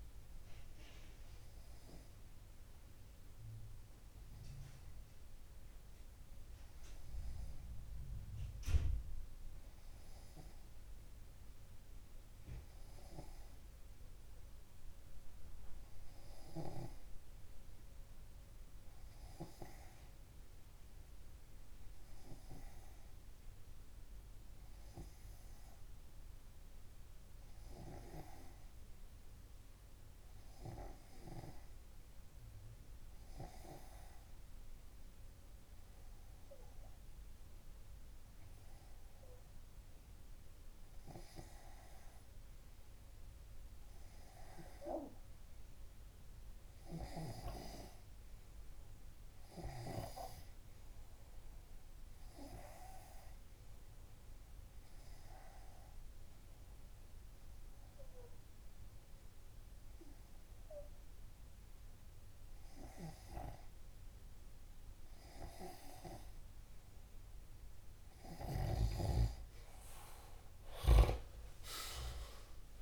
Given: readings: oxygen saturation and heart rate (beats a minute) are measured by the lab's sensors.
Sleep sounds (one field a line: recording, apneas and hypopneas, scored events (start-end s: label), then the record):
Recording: breathing in sleep by a room microphone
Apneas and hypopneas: 1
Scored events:
0.00-1.00 s: long interval between heartbeats (device-marked, heart rate 59 extreme)
1.00-3.00 s: long interval between heartbeats (device-marked, heart rate 98 before, 47 extreme)
4.00-65.50 s: obstructive apnea (oxygen 97% before, 92% lowest, heart rate 87 before, 48 extreme, up 14 after)
7.50-9.50 s: long interval between heartbeats (device-marked, heart rate 70 before, 54 extreme)
13.00-15.00 s: long interval between heartbeats (device-marked, heart rate 56 before, 78 extreme)
14.50-26.50 s: tachycardia (device-marked, heart rate 107 before, 141 extreme)
15.50-17.50 s: long interval between heartbeats (device-marked, heart rate 56 before, 86 extreme)
21.00-23.00 s: long interval between heartbeats (device-marked, heart rate 67 before, 137 extreme)
24.50-26.50 s: long interval between heartbeats (device-marked, heart rate 85 before, 115 extreme)
28.50-30.50 s: long interval between heartbeats (device-marked, heart rate 101 before, 89 extreme)
32.50-50.50 s: tachycardia (device-marked, heart rate 106 before, 138 extreme)
34.50-64.50 s: new sleep stage, REM sleep
39.00-41.00 s: long interval between heartbeats (device-marked, heart rate 115 before, 126 extreme)
42.00-44.00 s: long interval between heartbeats (device-marked, heart rate 114 before, 109 extreme)
45.00-47.00 s: long interval between heartbeats (device-marked, heart rate 110 before, 107 extreme)
46.50-58.50 s: oxygen desaturation (device-marked, oxygen 97% before, 94% lowest, heart rate 109 before, 75 extreme)
47.50-49.50 s: long interval between heartbeats (device-marked, heart rate 109 before, 102 extreme)
49.50-51.50 s: long interval between heartbeats (device-marked, heart rate 109 before, 108 extreme)
51.50-53.50 s: long interval between heartbeats (device-marked, heart rate 112 before, 108 extreme)
55.50-61.50 s: tachycardia (device-marked, heart rate 105 before, 125 extreme)
59.00-61.00 s: long interval between heartbeats (device-marked, heart rate 109 before, 101 extreme)
61.50-63.50 s: long interval between heartbeats (device-marked, heart rate 107 before, 117 extreme)
64.50-72.82 s: new sleep stage, N2 (light sleep)
65.00-67.00 s: long interval between heartbeats (device-marked, heart rate 108 before, 100 extreme)
66.50-71.50 s: tachycardia (device-marked, heart rate 103 before, 107 extreme)
69.50-72.82 s: arousal
From the record:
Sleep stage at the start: N2 (light sleep)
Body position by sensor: on the back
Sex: male